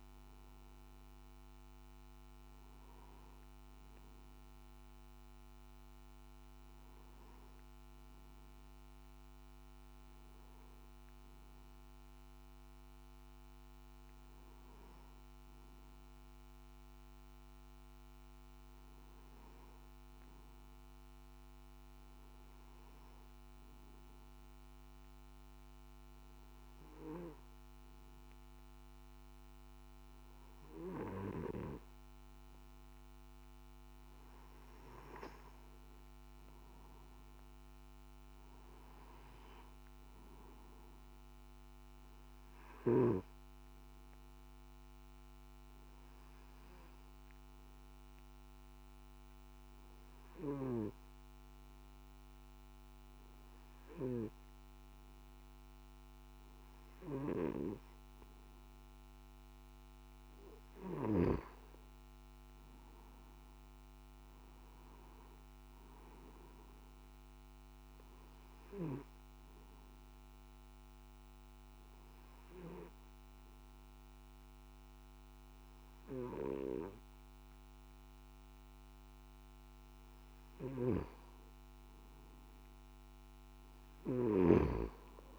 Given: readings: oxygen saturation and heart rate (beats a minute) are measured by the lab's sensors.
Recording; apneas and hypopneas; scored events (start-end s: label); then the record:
breathing in sleep by a microphone on the trachea; 3
23.00-35.00 s: hypopnea (oxygen 96% before, 93% lowest, heart rate 59 before, 58 extreme, up 6 after)
37.00-40.00 s: arousal
45.50-59.00 s: hypopnea (oxygen 96% before, 93% lowest, heart rate 60 before, 57 extreme, up 5 after)
63.00-66.50 s: arousal
71.00-81.00 s: obstructive apnea (oxygen 96% before, 92% lowest, heart rate 60 before, 57 extreme, up 8 after)
From the record:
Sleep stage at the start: N2 (light sleep); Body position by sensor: on the back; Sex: male